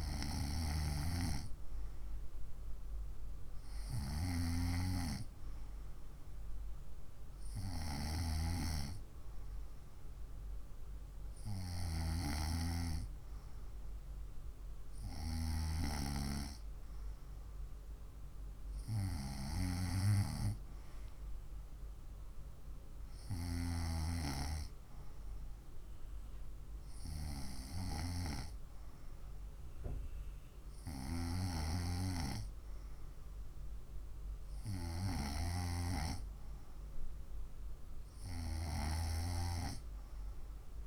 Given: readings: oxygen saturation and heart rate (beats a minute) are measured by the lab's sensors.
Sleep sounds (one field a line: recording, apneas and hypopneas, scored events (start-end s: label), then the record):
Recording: breathing in sleep by a room microphone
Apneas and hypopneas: none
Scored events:
none scored
From the record:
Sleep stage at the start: N2 (light sleep)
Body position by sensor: on the right side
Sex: female